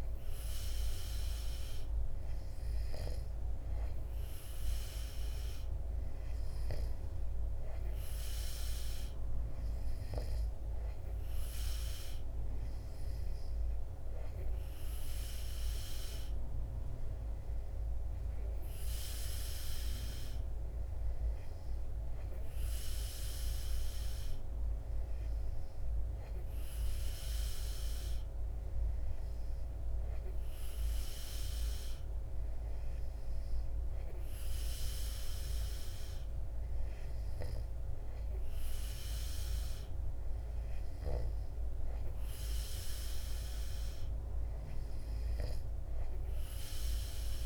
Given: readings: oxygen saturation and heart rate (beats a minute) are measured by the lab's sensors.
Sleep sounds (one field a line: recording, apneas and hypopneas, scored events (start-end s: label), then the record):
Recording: breathing in sleep, hard to hear, by a room microphone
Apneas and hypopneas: none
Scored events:
none scored
From the record:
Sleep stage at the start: N2 (light sleep)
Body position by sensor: on the back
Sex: male